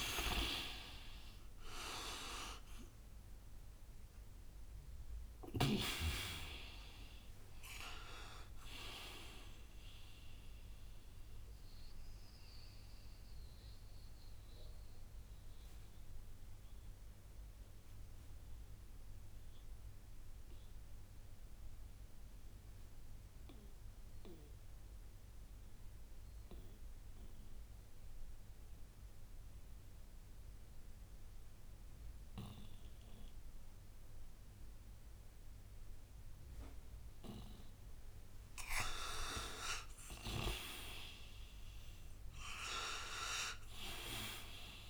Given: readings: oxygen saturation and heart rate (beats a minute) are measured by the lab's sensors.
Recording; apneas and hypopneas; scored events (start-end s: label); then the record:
breathing in sleep by a room microphone; 1
0.00-29.50 s: oxygen desaturation (device-marked, oxygen 78% lowest, heart rate 59 extreme)
11.50-37.50 s: mixed apnea (oxygen 97% before, 78% lowest, heart rate 83 before, 57 extreme, up 22 after)
38.50-43.00 s: arousal
43.50-44.90 s: oxygen desaturation (device-marked, oxygen 99% before, 87% lowest, heart rate 65 before, 57 extreme)
From the record:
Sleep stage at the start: N2 (light sleep); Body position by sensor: on the right side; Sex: male